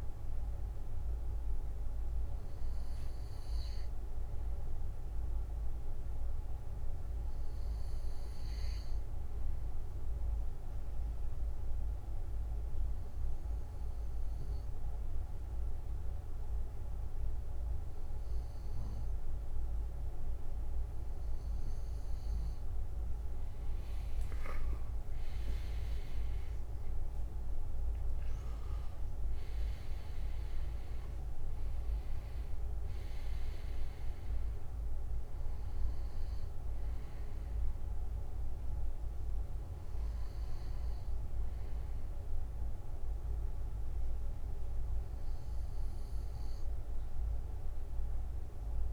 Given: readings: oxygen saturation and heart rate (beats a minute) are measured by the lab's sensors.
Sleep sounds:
breathing in sleep, hard to hear, by a room microphone; 1
11.00-22.50 s: obstructive apnea (oxygen 97% before, 95% lowest, heart rate 59 before, 56 extreme, up 15 after)
22.00-37.00 s: drop in pulse transit time (device-marked, heart rate 59 before, 57 extreme)
24.50-29.50 s: arousal
From the record:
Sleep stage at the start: N2 (light sleep); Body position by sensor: on the back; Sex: male

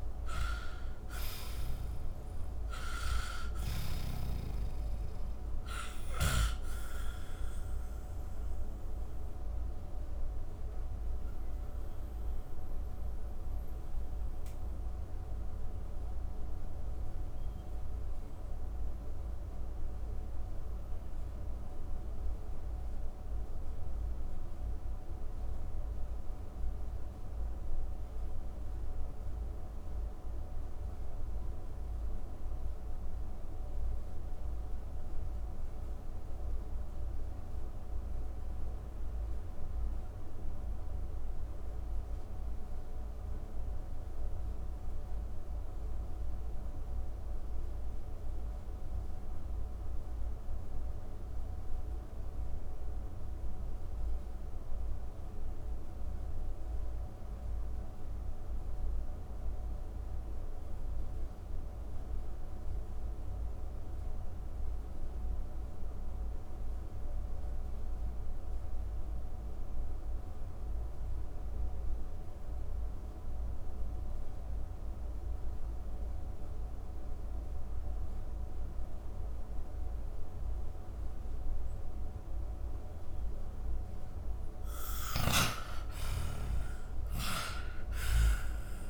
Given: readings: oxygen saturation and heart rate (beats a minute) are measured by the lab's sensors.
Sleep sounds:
breathing in sleep by a room microphone; 1
0.00-42.00 s: oxygen desaturation (device-marked, oxygen 76% lowest)
8.00-82.00 s: mixed apnea (oxygen 98% before, 76% lowest)
70.00-88.90 s: oxygen desaturation (device-marked, oxygen 98% before, 76% lowest)
84.50-88.90 s: arousal
84.50-88.90 s: snoring (device-marked)
From the record:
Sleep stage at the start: N2 (light sleep); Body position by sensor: on the back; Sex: male

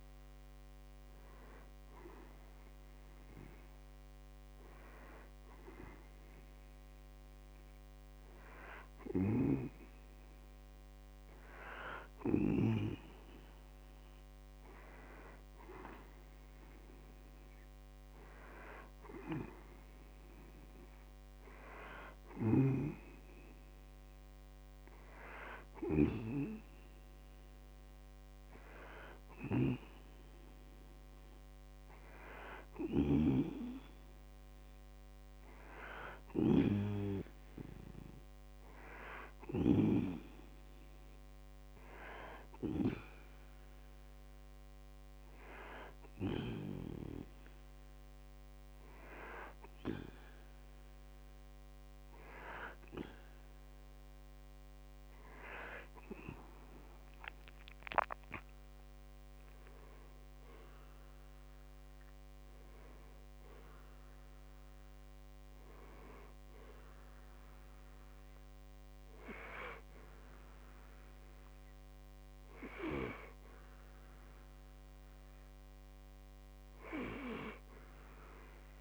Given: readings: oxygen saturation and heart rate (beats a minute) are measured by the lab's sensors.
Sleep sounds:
breathing in sleep by a microphone on the trachea; 1
48.00-59.00 s: hypopnea (oxygen 94% before, 93% lowest, heart rate 65 before, 60 extreme, up 5 after)
60.50-64.50 s: arousal
From the record:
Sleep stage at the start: N2 (light sleep); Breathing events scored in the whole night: 174 in 4.2 hours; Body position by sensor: on the back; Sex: male

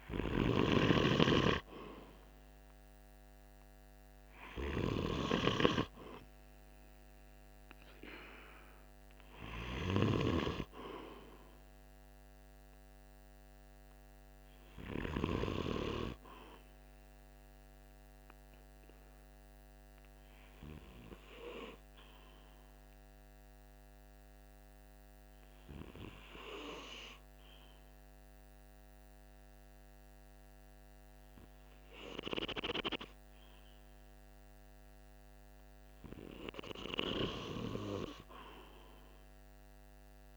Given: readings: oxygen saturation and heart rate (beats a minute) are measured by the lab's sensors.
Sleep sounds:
breathing in sleep by a microphone on the trachea; 1
3.00-25.00 s: oxygen desaturation (device-marked, oxygen 97% before, 94% lowest, heart rate 47 before, 45 extreme)
18.00-34.00 s: obstructive apnea (oxygen 97% before, 93% lowest, heart rate 46 before, 44 extreme, up 1 after)
36.00-40.37 s: arousal
From the record:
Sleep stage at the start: N2 (light sleep); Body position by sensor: on the right side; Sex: male

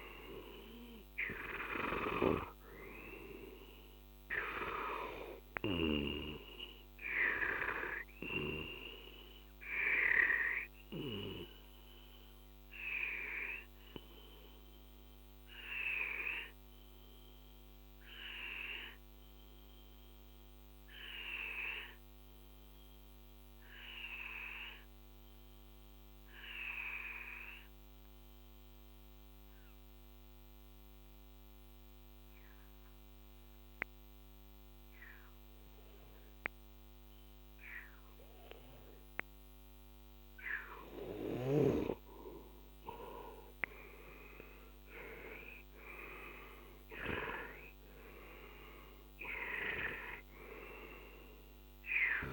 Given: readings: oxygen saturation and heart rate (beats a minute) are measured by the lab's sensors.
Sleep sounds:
breathing in sleep by a microphone on the trachea; 1
0.00-1.50 s: arousal
6.00-20.00 s: oxygen desaturation (device-marked, oxygen 95% before, 92% lowest, heart rate 52 before, 40 extreme)
6.50-40.50 s: obstructive apnea (oxygen 98% before, 91% lowest, heart rate 52 before, 37 extreme, up 12 after)
42.00-47.00 s: arousal
From the record:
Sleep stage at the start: N2 (light sleep); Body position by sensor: on the left side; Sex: male

